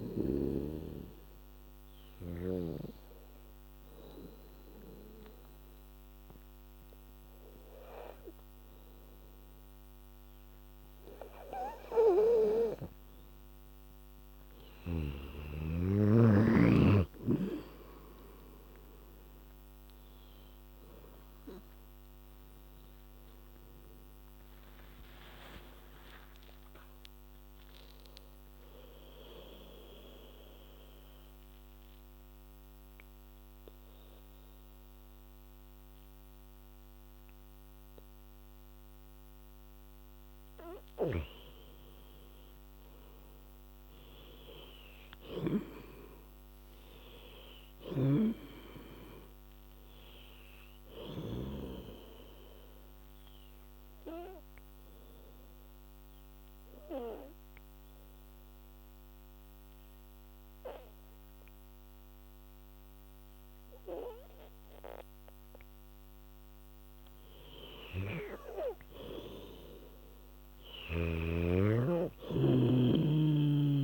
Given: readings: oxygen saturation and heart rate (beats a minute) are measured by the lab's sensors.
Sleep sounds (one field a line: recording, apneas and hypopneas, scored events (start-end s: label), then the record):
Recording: breathing in sleep by a microphone on the trachea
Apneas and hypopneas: 3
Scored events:
0.00-6.50 s: oxygen desaturation (device-marked, oxygen 92% lowest, heart rate 77 extreme)
0.50-13.50 s: obstructive apnea (oxygen 96% before, 90% lowest, heart rate 80 before, 75 extreme, up 0 after)
18.50-23.50 s: arousal
20.50-37.50 s: oxygen desaturation (device-marked, oxygen 97% before, 93% lowest, heart rate 82 before, 69 extreme)
29.50-40.50 s: obstructive apnea (oxygen 97% before, 88% lowest, heart rate 84 before, 69 extreme, up 11 after)
43.00-46.00 s: arousal
45.50-59.50 s: oxygen desaturation (device-marked, oxygen 99% before, 90% lowest, heart rate 82 before, 69 extreme)
47.50-51.50 s: snoring (device-marked)
53.00-66.00 s: obstructive apnea (oxygen 99% before, 88% lowest, heart rate 78 before, 71 extreme, up 9 after)
68.00-71.00 s: arousal
69.50-73.84 s: oxygen desaturation (device-marked, oxygen 99% before, 88% lowest, heart rate 74 before, 73 extreme)
From the record:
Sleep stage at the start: N2 (light sleep)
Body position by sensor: on the back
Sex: female